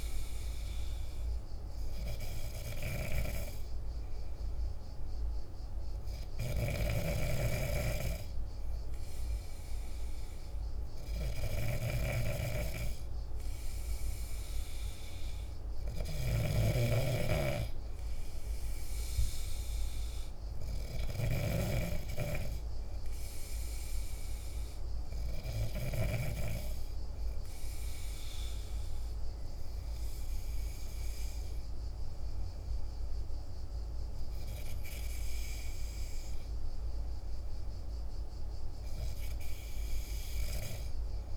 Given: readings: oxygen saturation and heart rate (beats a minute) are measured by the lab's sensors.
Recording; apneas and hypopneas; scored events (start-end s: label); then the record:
breathing in sleep by a room microphone; none
6.00-21.00 s: snoring (device-marked)
From the record:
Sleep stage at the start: N2 (light sleep); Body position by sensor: on the back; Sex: male